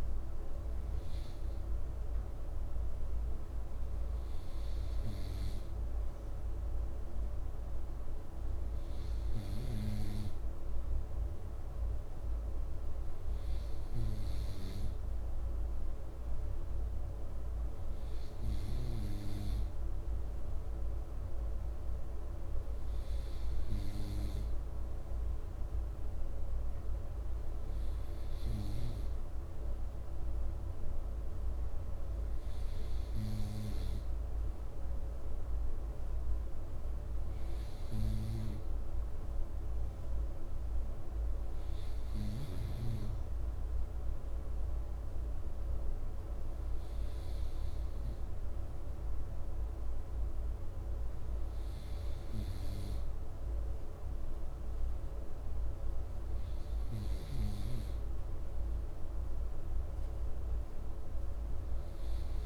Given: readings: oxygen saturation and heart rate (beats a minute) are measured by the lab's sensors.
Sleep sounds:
breathing in sleep by a room microphone; none
none scored
From the record:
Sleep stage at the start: N2 (light sleep); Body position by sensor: on the right side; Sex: male

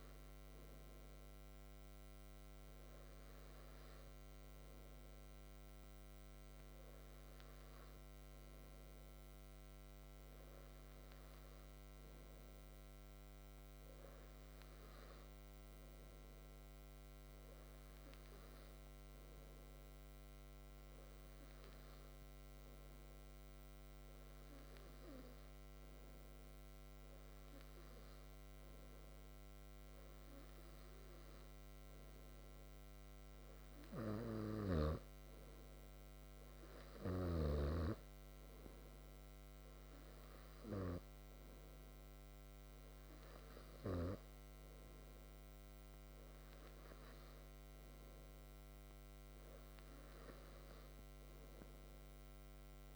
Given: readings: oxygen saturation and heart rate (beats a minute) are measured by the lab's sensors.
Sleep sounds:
breathing in sleep by a microphone on the trachea; none
none scored
From the record:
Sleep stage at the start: N2 (light sleep); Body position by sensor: on the back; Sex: male

